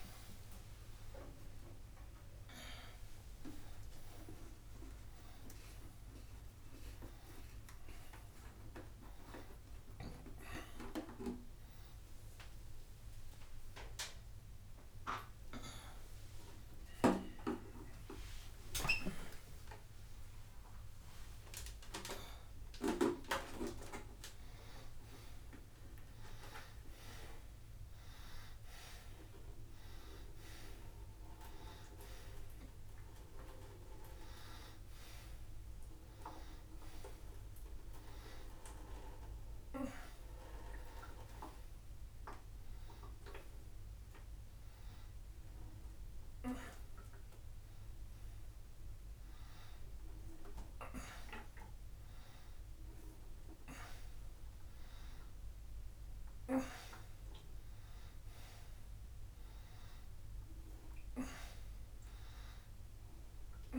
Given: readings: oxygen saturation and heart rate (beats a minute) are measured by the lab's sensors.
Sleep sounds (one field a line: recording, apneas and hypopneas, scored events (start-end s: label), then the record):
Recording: a person awake in a sleep study, by a room microphone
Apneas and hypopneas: none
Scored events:
none scored
From the record:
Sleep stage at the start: awake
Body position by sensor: upright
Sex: male